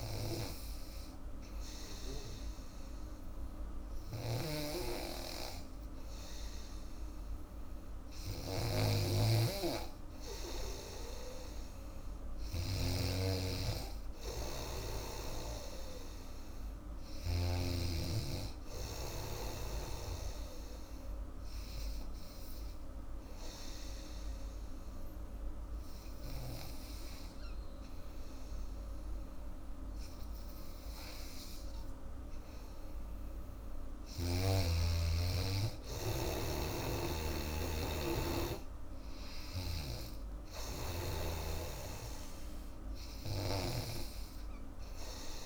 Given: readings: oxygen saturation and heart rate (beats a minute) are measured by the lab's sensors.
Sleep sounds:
breathing in sleep by a room microphone; 1
0.00-13.00 s: snoring (device-marked)
15.50-19.00 s: arousal
21.50-33.50 s: obstructive apnea (oxygen 97% before, 92% lowest, heart rate 85 before, 82 extreme, up 0 after)
36.50-39.00 s: arousal
36.50-45.46 s: snoring (device-marked)
39.00-45.46 s: oxygen desaturation (device-marked, oxygen 97% before, 92% lowest, heart rate 85 before, 80 extreme)
From the record:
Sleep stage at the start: N3 (deep sleep); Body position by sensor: on the back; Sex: female

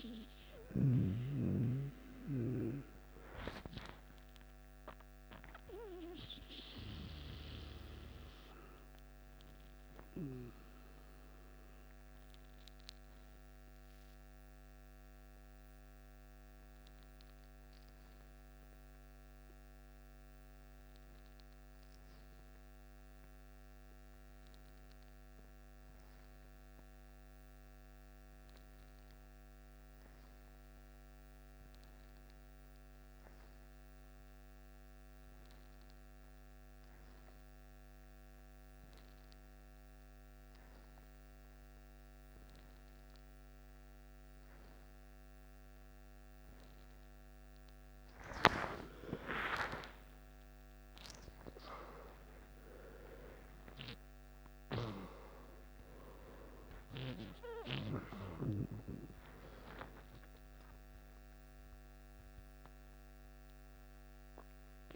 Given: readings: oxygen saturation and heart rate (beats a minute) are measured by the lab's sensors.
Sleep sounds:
breathing in sleep by a microphone on the trachea; 1
0.00-15.50 s: oxygen desaturation (device-marked, oxygen 87% lowest, heart rate 53 extreme)
11.50-48.50 s: mixed apnea (oxygen 95% before, 87% lowest, heart rate 63 before, 53 extreme, up 14 after)
36.50-64.96 s: oxygen desaturation (device-marked, oxygen 98% before, 88% lowest, heart rate 54 before, 55 extreme)
49.50-53.00 s: arousal
From the record:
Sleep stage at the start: N2 (light sleep); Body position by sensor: on the back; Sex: male

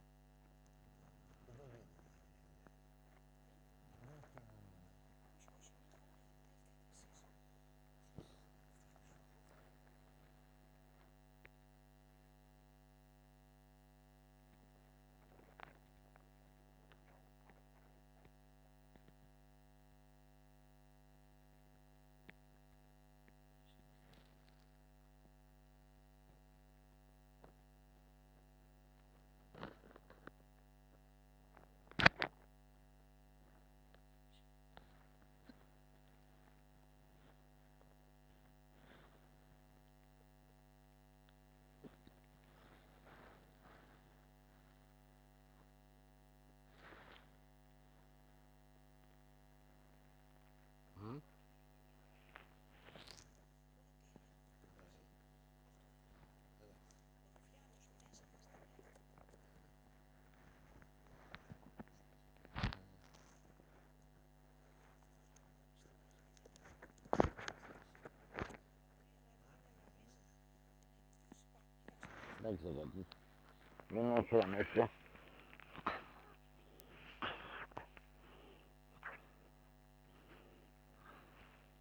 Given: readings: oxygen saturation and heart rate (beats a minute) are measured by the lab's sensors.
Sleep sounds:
a person awake in a sleep study, by a microphone on the trachea; none
none scored
From the record:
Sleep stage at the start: awake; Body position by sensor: upright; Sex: male

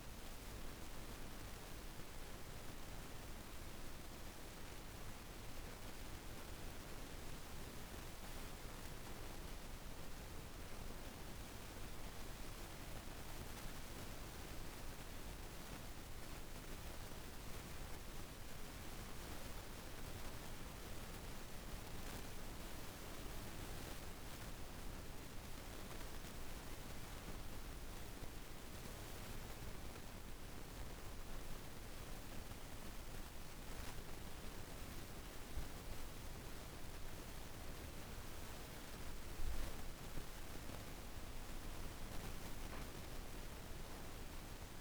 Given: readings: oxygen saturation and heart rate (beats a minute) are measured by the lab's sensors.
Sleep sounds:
breathing in sleep, hard to hear, by a room microphone; 1
0.00-8.00 s: oxygen desaturation (device-marked, oxygen 92% lowest)
8.50-11.50 s: arousal
14.00-29.00 s: mixed apnea (oxygen 96% before, 83% lowest)
31.00-44.81 s: oxygen desaturation (device-marked, oxygen 96% before, 83% lowest)
33.00-37.00 s: arousal
From the record:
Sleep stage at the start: N2 (light sleep); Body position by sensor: on the back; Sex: female

